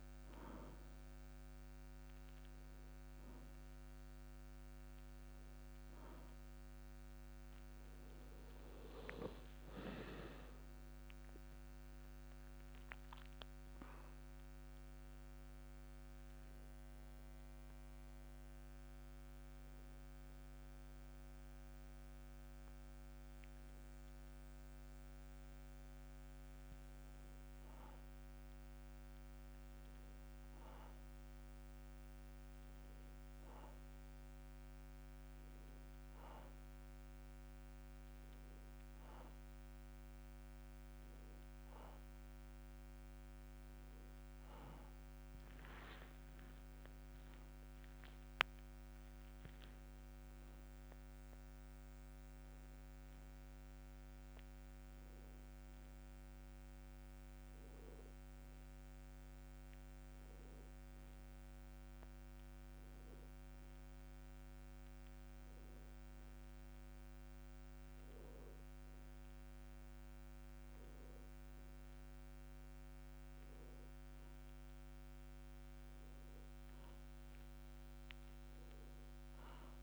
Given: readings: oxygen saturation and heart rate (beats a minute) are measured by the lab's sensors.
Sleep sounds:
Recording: a person awake in a sleep study, hard to hear, by a microphone on the trachea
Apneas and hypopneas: none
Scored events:
45.00-79.83 s: new sleep stage, N1 (lightest sleep)
From the record:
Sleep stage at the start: awake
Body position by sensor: on the back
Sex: male

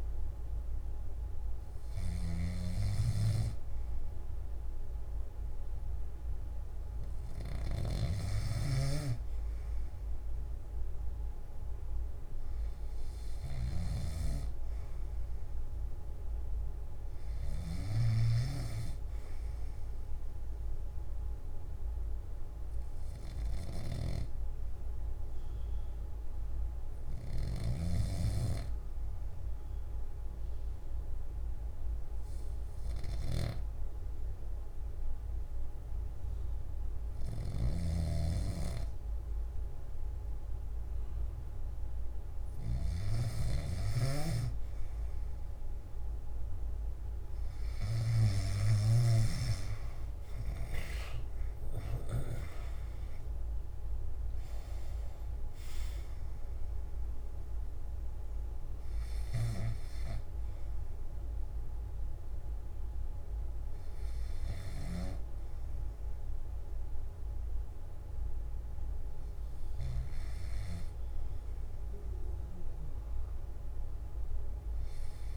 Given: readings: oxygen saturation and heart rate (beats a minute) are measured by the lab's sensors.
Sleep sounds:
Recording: breathing in sleep by a room microphone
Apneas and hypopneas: 1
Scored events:
2.00-8.00 s: snoring (device-marked)
14.50-75.37 s: new sleep stage, N1 (lightest sleep)
20.50-42.50 s: obstructive apnea (oxygen 97% before, 94% lowest, heart rate 63 before, 58 extreme, up 6 after)
37.00-52.00 s: snoring (device-marked)
51.50-64.50 s: oxygen desaturation (device-marked, oxygen 97% before, 94% lowest, heart rate 62 before, 58 extreme)
From the record:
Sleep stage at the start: N3 (deep sleep)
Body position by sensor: on the back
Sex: male

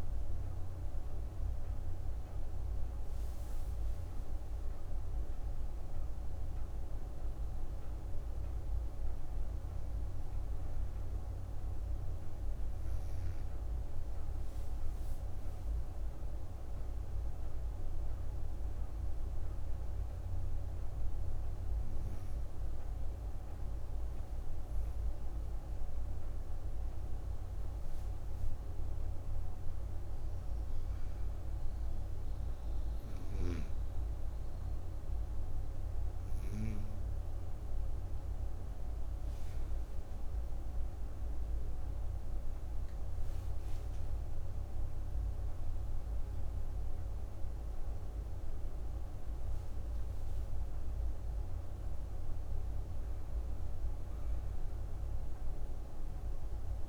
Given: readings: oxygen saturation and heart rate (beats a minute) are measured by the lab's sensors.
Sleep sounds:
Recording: breathing in sleep, hard to hear, by a room microphone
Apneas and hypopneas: 1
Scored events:
19.50-29.50 s: obstructive apnea (oxygen 98% before, 93% lowest)
32.00-36.00 s: arousal
45.00-55.00 s: oxygen desaturation (device-marked, oxygen 96% before, 93% lowest)
From the record:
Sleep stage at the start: N2 (light sleep)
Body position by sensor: on the right side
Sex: female

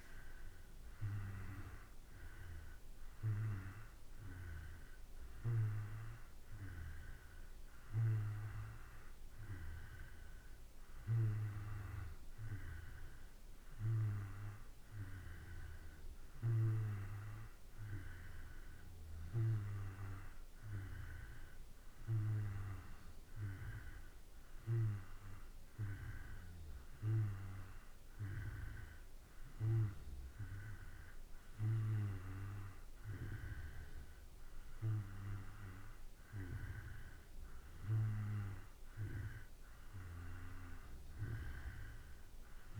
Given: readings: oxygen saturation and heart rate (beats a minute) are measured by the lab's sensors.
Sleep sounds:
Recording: breathing in sleep by a room microphone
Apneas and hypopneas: none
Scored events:
none scored
From the record:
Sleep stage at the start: N2 (light sleep)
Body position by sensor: on the back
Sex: male

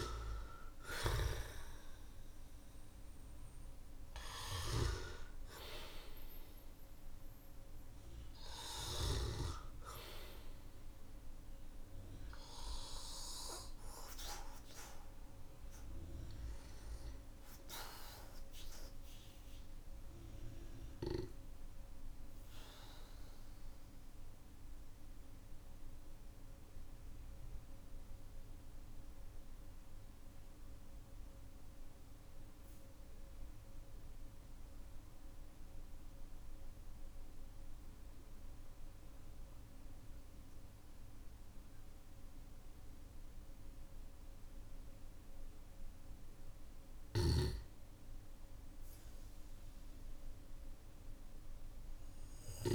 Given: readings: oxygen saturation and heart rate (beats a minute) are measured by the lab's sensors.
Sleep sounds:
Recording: breathing in sleep by a room microphone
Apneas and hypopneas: 1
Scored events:
1.50-37.50 s: oxygen desaturation (device-marked, oxygen 99% before, 93% lowest, heart rate 53 before, 44 extreme)
19.00-45.50 s: obstructive apnea (oxygen 99% before, 93% lowest, heart rate 49 before, 44 extreme, up 0 after)
46.50-52.50 s: snoring (device-marked)
47.50-51.50 s: arousal
From the record:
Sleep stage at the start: N1 (lightest sleep)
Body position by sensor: on the back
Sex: male

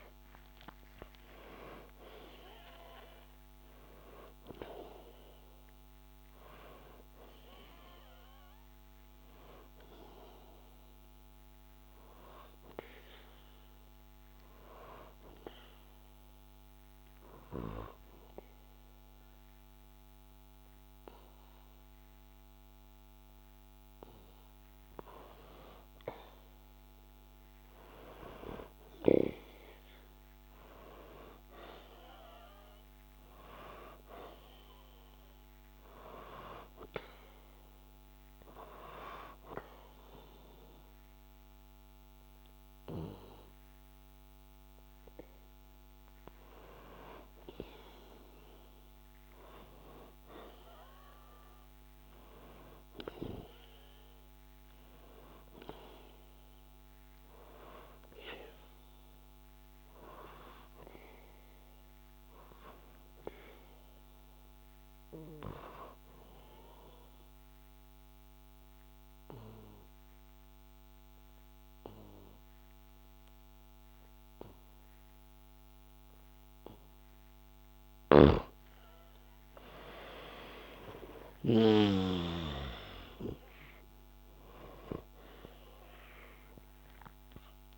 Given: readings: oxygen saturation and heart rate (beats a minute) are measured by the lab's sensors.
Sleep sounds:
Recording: breathing in sleep by a microphone on the trachea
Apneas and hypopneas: 3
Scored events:
0.00-1.50 s: arousal
12.00-24.50 s: obstructive apnea (oxygen 98% before, 93% lowest, heart rate 63 before, 60 extreme, up 1 after)
13.00-26.00 s: oxygen desaturation (device-marked, oxygen 98% before, 93% lowest, heart rate 63 before, 60 extreme)
27.50-31.50 s: arousal
35.50-46.50 s: hypopnea (oxygen 98% before, 93% lowest, heart rate 62 before, 61 extreme, up 3 after)
43.00-55.00 s: oxygen desaturation (device-marked, oxygen 98% before, 94% lowest, heart rate 62 before, 61 extreme)
48.50-52.50 s: arousal
65.00-77.50 s: obstructive apnea (oxygen 98% before, 93% lowest, heart rate 63 before, 60 extreme, up 4 after)
79.00-83.00 s: arousal
From the record:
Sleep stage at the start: N2 (light sleep)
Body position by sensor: on the back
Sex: male

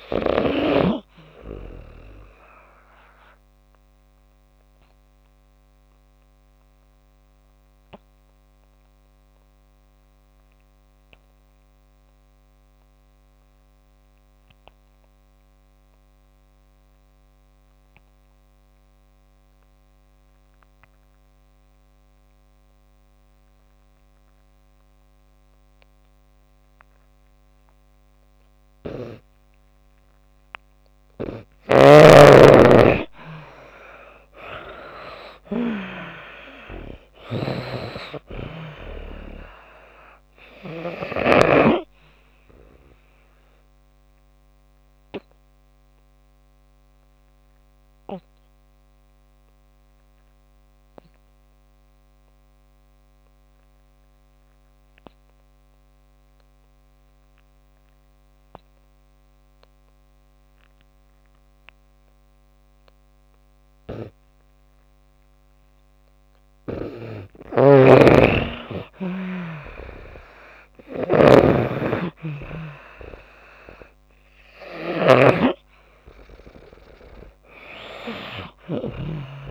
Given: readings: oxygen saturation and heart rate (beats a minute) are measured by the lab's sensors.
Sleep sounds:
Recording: breathing in sleep by a microphone on the trachea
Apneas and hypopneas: 2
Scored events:
3.50-29.50 s: obstructive apnea (oxygen 95% before, 81% lowest)
6.50-23.50 s: oxygen desaturation (device-marked, oxygen 94% before, 84% lowest)
31.00-35.50 s: arousal
34.50-65.50 s: oxygen desaturation (device-marked, oxygen 98% before, 81% lowest)
42.00-64.50 s: obstructive apnea (oxygen 98% before, 81% lowest)
67.00-79.00 s: snoring (device-marked)
68.50-72.00 s: arousal
From the record:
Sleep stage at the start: N2 (light sleep)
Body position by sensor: on the back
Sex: female

